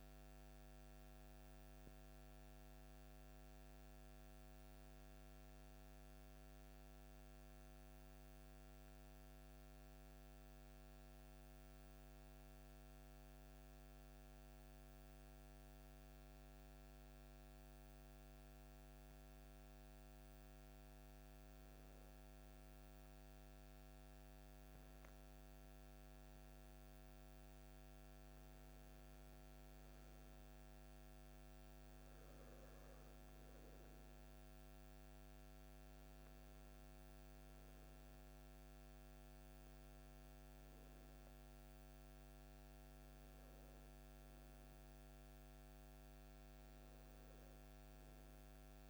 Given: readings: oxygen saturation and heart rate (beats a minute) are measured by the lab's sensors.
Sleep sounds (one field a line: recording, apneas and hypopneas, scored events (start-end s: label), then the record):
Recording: breathing in sleep, hard to hear, by a microphone on the trachea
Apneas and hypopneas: 1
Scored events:
6.00-21.00 s: central apnea (oxygen 98% before, 94% lowest, heart rate 64 before, 48 extreme, up 9 after)
23.00-28.00 s: arousal
27.50-48.90 s: oxygen desaturation (device-marked, oxygen 98% before, 94% lowest, heart rate 51 before, 53 extreme)
From the record:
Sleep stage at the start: N2 (light sleep)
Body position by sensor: on the back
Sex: male